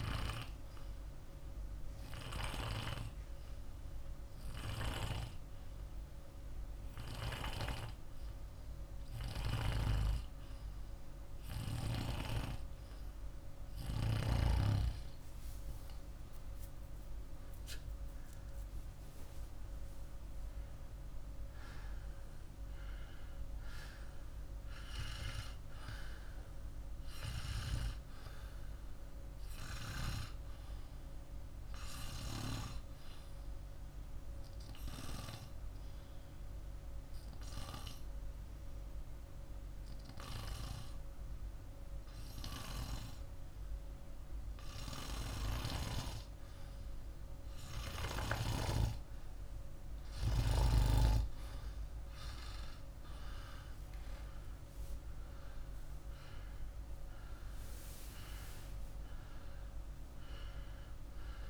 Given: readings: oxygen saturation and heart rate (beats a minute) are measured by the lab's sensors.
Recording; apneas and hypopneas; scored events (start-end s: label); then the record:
breathing in sleep by a room microphone; 2
0.00-2.00 s: oxygen desaturation (device-marked, oxygen 95% lowest, heart rate 50 extreme)
2.00-13.00 s: hypopnea (oxygen 100% before, 94% lowest, heart rate 52 before, 50 extreme, up 2 after)
15.00-18.50 s: arousal
35.50-50.00 s: hypopnea (oxygen 99% before, 94% lowest, heart rate 51 before, 50 extreme, up 18 after)
52.50-57.00 s: arousal
From the record:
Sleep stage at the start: N2 (light sleep); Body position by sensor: on the back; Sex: male